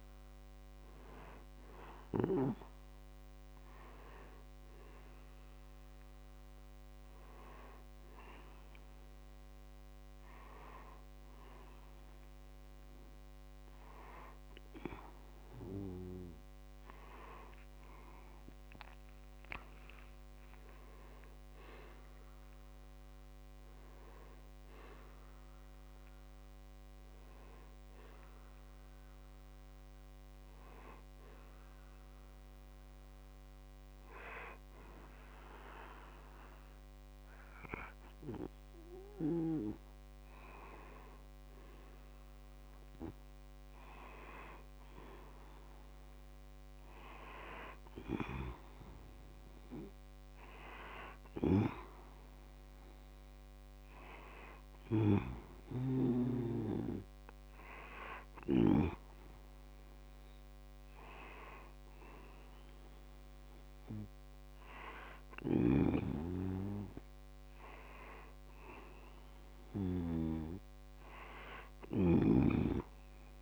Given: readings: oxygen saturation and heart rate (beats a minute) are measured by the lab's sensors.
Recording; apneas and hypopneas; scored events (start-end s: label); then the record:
breathing in sleep by a microphone on the trachea; 1
16.00-19.00 s: arousal
30.50-40.50 s: hypopnea (oxygen 93% before, 89% lowest, heart rate 70 before, 60 extreme, up 0 after)
43.00-46.50 s: arousal
48.00-59.00 s: oxygen desaturation (device-marked, oxygen 93% before, 89% lowest, heart rate 62 before, 52 extreme)
64.50-69.50 s: snoring (device-marked)
From the record:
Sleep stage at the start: N2 (light sleep); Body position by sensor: on the back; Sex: male